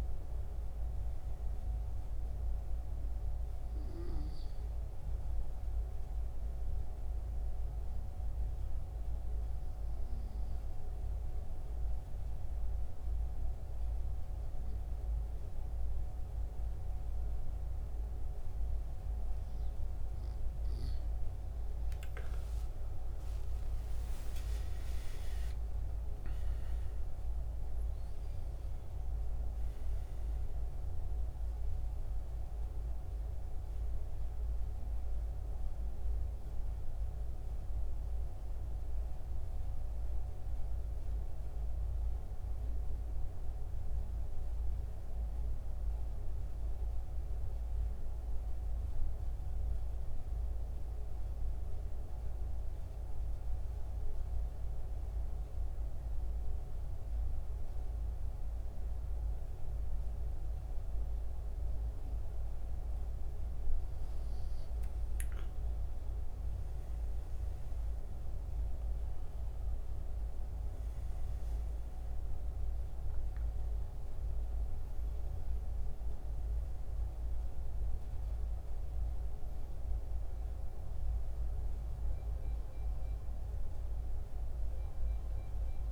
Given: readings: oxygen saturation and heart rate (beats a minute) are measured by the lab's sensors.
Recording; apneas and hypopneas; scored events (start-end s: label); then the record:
breathing in sleep, hard to hear, by a room microphone; 2
6.00-18.50 s: obstructive apnea (oxygen 91% before, 87% lowest, heart rate 72 before, 69 extreme, up 10 after)
21.50-26.00 s: arousal
41.00-55.00 s: oxygen desaturation (device-marked, oxygen 91% before, 87% lowest, heart rate 77 before, 64 extreme)
46.50-62.50 s: mixed apnea (oxygen 91% before, 87% lowest, heart rate 77 before, 64 extreme, up 14 after)
67.00-71.50 s: arousal
74.00-85.92 s: oxygen desaturation (device-marked, oxygen 95% before, 89% lowest, heart rate 69 before, 67 extreme)
From the record:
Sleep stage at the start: N2 (light sleep); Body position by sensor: on the back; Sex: male